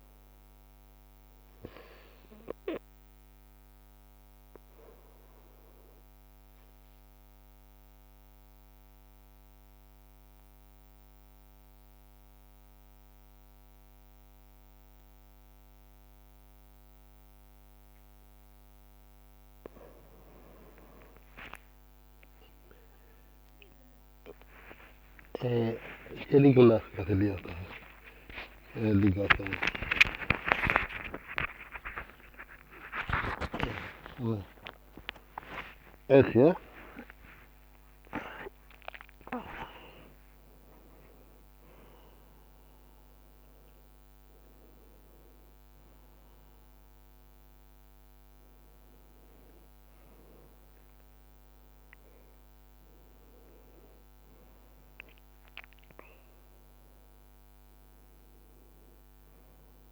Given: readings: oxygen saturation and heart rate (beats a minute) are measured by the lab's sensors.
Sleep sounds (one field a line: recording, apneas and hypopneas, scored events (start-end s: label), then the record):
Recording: a person awake in a sleep study, by a microphone on the trachea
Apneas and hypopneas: 1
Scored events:
1.00-19.00 s: obstructive apnea (oxygen 97% before, 94% lowest, heart rate 59 before, 53 extreme, up 35 after)
11.00-59.92 s: new sleep stage, awake
24.50-26.50 s: long interval between heartbeats (device-marked, heart rate 54 before, 62 extreme)
29.50-31.50 s: long interval between heartbeats (device-marked, heart rate 60 before, 98 extreme)
33.00-35.00 s: long interval between heartbeats (device-marked, heart rate 68 before, 83 extreme)
34.00-36.00 s: tachycardia (device-marked, heart rate 57 before, 83 extreme)
37.00-39.00 s: tachycardia (device-marked, heart rate 57 before, 104 extreme)
37.50-39.50 s: long interval between heartbeats (device-marked, heart rate 74 before, 104 extreme)
From the record:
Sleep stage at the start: N2 (light sleep)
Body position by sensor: on the right side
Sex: male